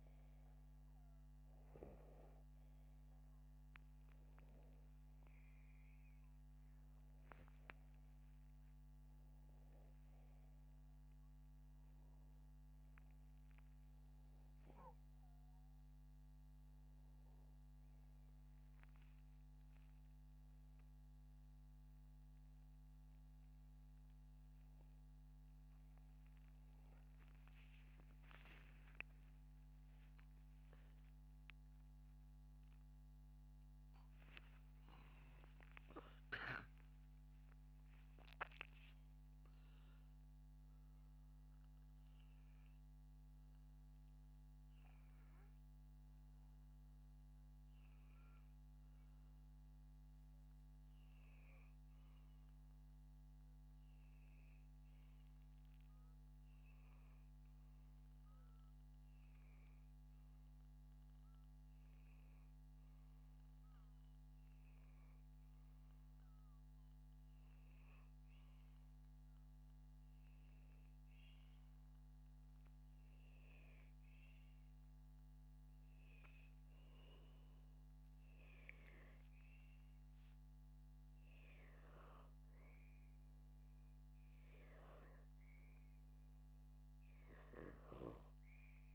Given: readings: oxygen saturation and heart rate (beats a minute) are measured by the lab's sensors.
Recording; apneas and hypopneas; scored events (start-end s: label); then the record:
a person partly awake in a sleep study, by a microphone on the trachea; none
21.50-51.50 s: new sleep stage, awake
51.50-88.94 s: new sleep stage, N2 (light sleep)
From the record:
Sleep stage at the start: N2 (light sleep); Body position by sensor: upright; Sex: male